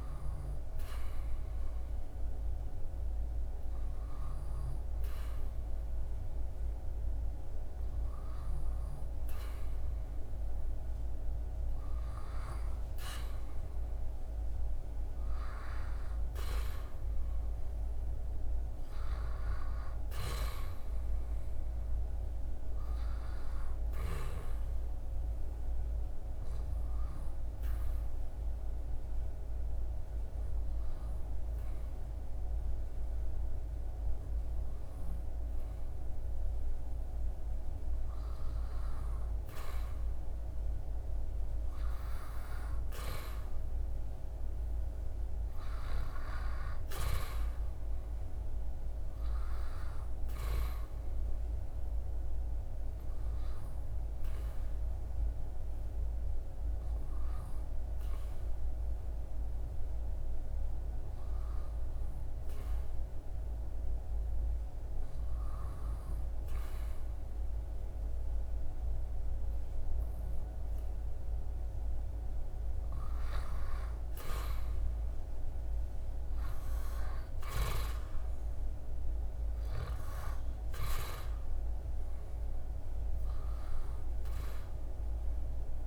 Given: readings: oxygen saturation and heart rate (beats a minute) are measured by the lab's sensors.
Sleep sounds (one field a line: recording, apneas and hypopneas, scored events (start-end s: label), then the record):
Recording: breathing in sleep by a room microphone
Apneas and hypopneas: 2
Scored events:
25.00-37.50 s: hypopnea (oxygen 96% before, 93% lowest, heart rate 80 before, 77 extreme, up 3 after)
40.00-44.50 s: arousal
46.00-54.00 s: oxygen desaturation (device-marked, oxygen 98% before, 94% lowest, heart rate 78 before, 77 extreme)
53.50-72.00 s: hypopnea (oxygen 98% before, 93% lowest, heart rate 80 before, 76 extreme, up 5 after)
72.00-85.87 s: oxygen desaturation (device-marked, oxygen 98% before, 93% lowest, heart rate 79 before, 76 extreme)
74.00-77.50 s: arousal
From the record:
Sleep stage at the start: N2 (light sleep)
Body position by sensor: on the back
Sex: male